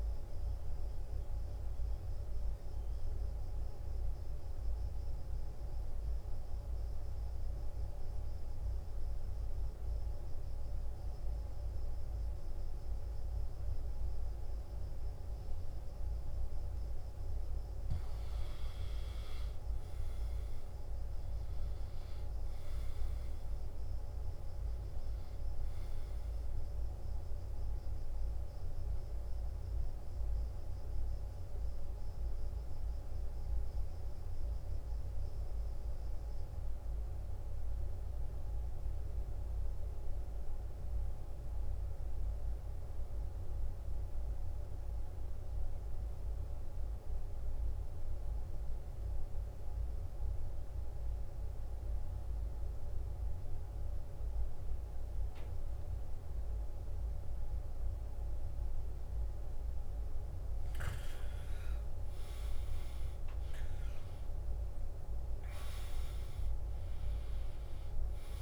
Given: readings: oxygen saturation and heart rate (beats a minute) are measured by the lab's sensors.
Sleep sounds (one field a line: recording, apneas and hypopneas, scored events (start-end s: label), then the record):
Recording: breathing in sleep, hard to hear, by a room microphone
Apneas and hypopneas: 2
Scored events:
1.00-17.00 s: hypopnea (oxygen 97% before, 88% lowest, heart rate 70 before, 56 extreme, up 9 after)
18.50-22.50 s: arousal
20.00-39.00 s: oxygen desaturation (device-marked, oxygen 98% before, 91% lowest, heart rate 60 before, 58 extreme)
36.00-60.50 s: obstructive apnea (oxygen 99% before, 88% lowest, heart rate 62 before, 56 extreme, up 15 after)
58.00-68.42 s: oxygen desaturation (device-marked, oxygen 96% before, 88% lowest, heart rate 59 before, 54 extreme)
61.50-66.50 s: arousal
From the record:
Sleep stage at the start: N2 (light sleep)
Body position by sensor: on the back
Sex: male